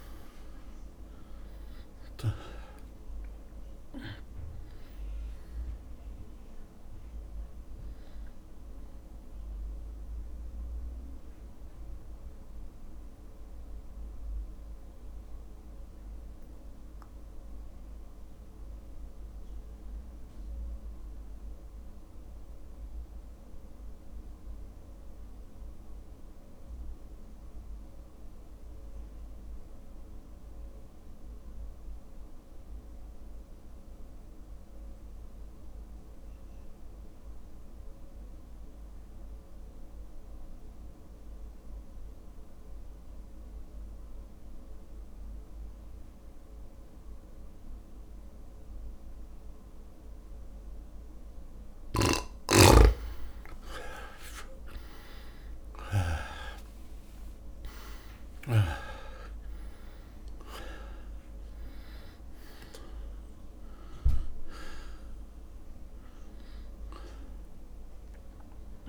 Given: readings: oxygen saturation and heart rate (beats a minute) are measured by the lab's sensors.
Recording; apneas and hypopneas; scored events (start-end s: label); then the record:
breathing in sleep by a room microphone; 1
0.00-3.00 s: arousal
0.00-18.00 s: oxygen desaturation (device-marked, oxygen 83% lowest, heart rate 55 extreme)
0.00-25.00 s: drop in pulse transit time (device-marked, heart rate 56 before, 55 extreme)
11.00-51.50 s: mixed apnea (oxygen 99% before, 79% lowest, heart rate 58 before, 55 extreme, up 2 after)
45.00-68.89 s: oxygen desaturation (device-marked, oxygen 99% before, 79% lowest, heart rate 56 before, 57 extreme)
55.00-58.50 s: arousal
59.00-64.00 s: drop in pulse transit time (device-marked, heart rate 57 before, 59 extreme)
From the record:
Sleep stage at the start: N2 (light sleep); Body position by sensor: on the back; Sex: male